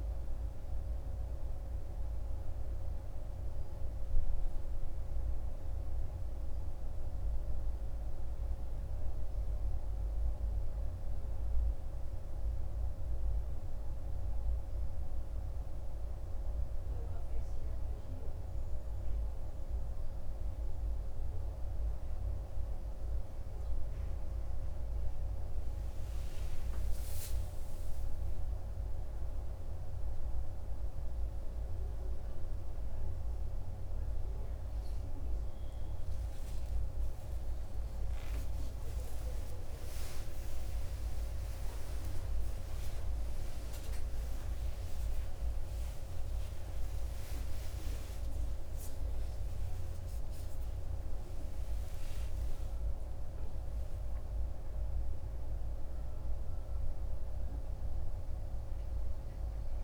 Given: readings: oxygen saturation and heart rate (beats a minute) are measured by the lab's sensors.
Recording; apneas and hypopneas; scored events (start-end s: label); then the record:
a person awake in a sleep study, hard to hear, by a room microphone; none
21.00-51.00 s: new sleep stage, awake
51.00-59.84 s: new sleep stage, N2 (light sleep)
From the record:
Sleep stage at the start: N2 (light sleep); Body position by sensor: on the right side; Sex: male